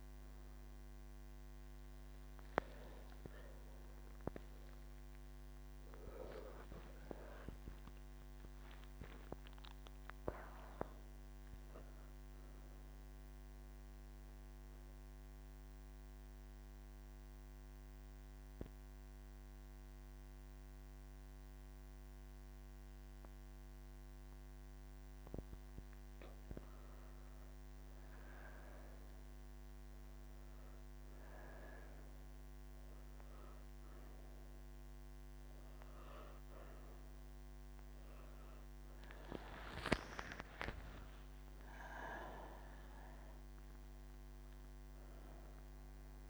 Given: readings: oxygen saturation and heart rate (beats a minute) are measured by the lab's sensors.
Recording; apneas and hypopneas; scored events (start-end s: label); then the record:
breathing in sleep by a microphone on the trachea; 1
15.00-27.00 s: central apnea (oxygen 96% before, 92% lowest, heart rate 54 before, 37 extreme)
From the record:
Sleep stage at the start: N3 (deep sleep); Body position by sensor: on the right side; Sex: female